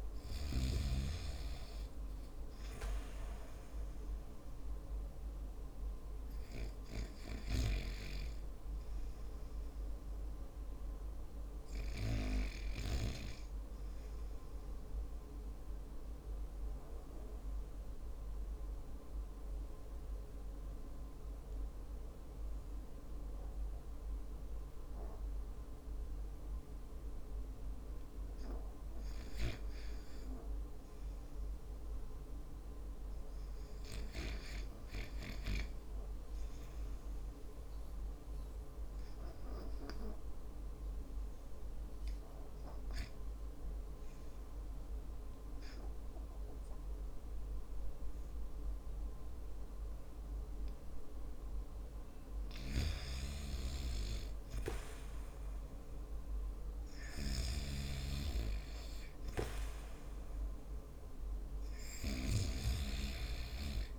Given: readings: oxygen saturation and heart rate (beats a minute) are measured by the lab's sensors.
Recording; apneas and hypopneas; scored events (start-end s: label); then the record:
breathing in sleep by a room microphone; 2
17.00-29.00 s: obstructive apnea (oxygen 94% before, 95% lowest, heart rate 53 before, 45 extreme, up 5 after)
31.50-34.50 s: arousal
41.00-52.00 s: hypopnea (oxygen 98% before, 92% lowest, heart rate 50 before, 46 extreme, up 5 after)
56.50-61.00 s: arousal
From the record:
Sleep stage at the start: REM sleep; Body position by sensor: on the back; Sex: male